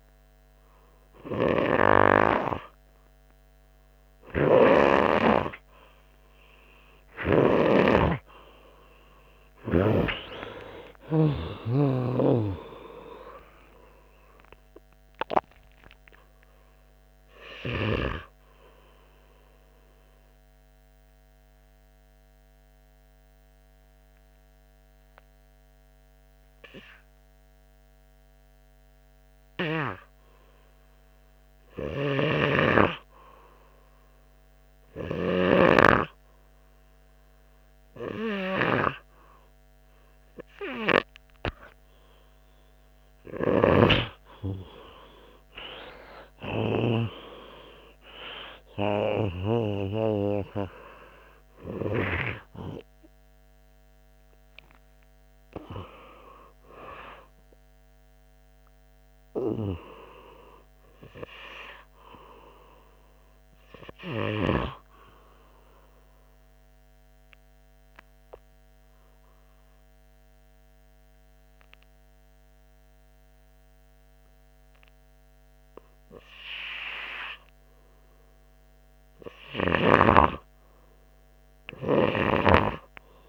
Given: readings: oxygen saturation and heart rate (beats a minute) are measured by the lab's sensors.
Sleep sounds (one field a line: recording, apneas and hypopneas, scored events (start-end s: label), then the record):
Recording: breathing in sleep by a microphone on the trachea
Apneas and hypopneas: 2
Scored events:
13.50-17.00 s: arousal
19.50-30.00 s: obstructive apnea (oxygen 97% before, 94% lowest, heart rate 94 before, 92 extreme, up 4 after)
32.00-35.50 s: arousal
57.50-62.50 s: arousal
66.50-77.50 s: obstructive apnea (oxygen 99% before, 96% lowest, heart rate 99 before, 89 extreme)
79.00-81.50 s: arousal
From the record:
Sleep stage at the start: N2 (light sleep)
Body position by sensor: on the front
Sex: male